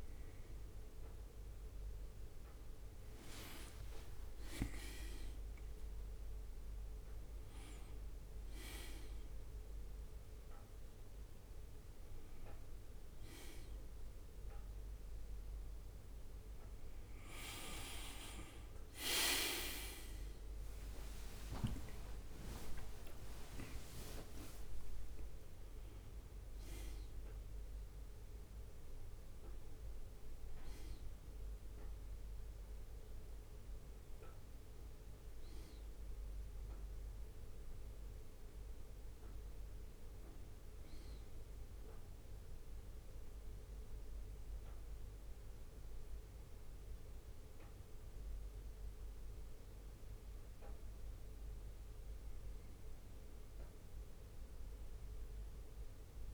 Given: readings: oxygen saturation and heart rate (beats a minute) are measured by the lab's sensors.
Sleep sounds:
a person awake in a sleep study, by a room microphone; none
17.00-19.00 s: bradycardia (device-marked, heart rate 66 before, 62 extreme)
19.50-25.50 s: leg movement (device-marked)
23.50-25.50 s: long interval between heartbeats (device-marked, heart rate 63 before, 90 extreme)
24.00-26.00 s: tachycardia (device-marked, heart rate 66 before, 94 extreme)
34.50-37.50 s: leg movement (device-marked)
50.00-56.34 s: new sleep stage, N1 (lightest sleep)
From the record:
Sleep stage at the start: awake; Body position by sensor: on the right side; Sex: male

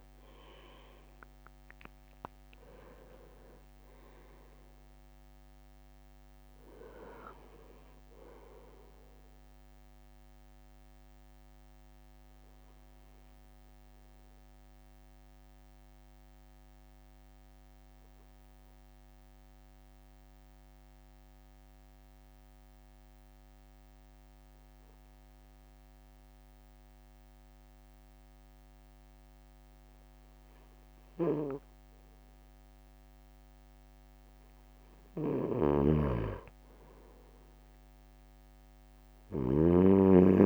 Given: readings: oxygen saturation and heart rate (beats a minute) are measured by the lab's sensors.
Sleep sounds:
breathing in sleep by a microphone on the trachea; 1
0.00-1.00 s: arousal
0.00-2.50 s: leg movement (device-marked)
10.00-32.50 s: obstructive apnea (oxygen 99% before, 96% lowest)
35.00-40.46 s: snoring (device-marked)
37.00-40.46 s: arousal
From the record:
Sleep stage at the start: N2 (light sleep); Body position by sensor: on the right side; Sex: male

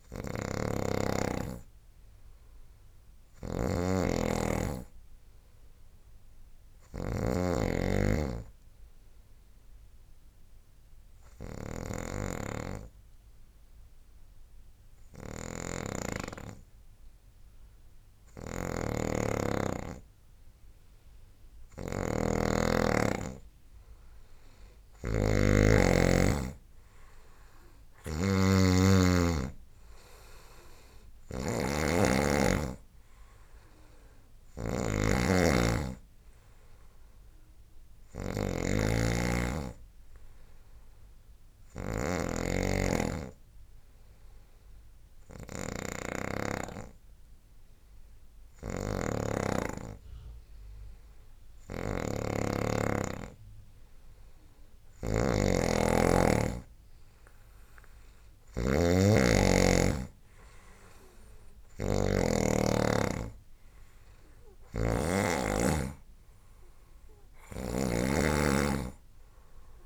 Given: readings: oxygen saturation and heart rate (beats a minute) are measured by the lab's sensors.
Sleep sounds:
breathing in sleep by a room microphone; 2
0.00-6.00 s: oxygen desaturation (device-marked, oxygen 91% lowest, heart rate 66 extreme)
0.00-69.86 s: snoring (device-marked)
10.00-21.50 s: hypopnea (oxygen 96% before, 92% lowest, heart rate 73 before, 69 extreme, up 8 after)
27.50-32.00 s: arousal
28.00-52.00 s: oxygen desaturation (device-marked, oxygen 97% before, 92% lowest, heart rate 71 before, 69 extreme)
42.00-55.50 s: hypopnea (oxygen 97% before, 93% lowest, heart rate 73 before, 69 extreme, up 4 after)
61.50-65.50 s: arousal
63.00-69.86 s: oxygen desaturation (device-marked, oxygen 97% before, 93% lowest, heart rate 71 before, 69 extreme)
From the record:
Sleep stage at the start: N2 (light sleep); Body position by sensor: on the right side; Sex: male

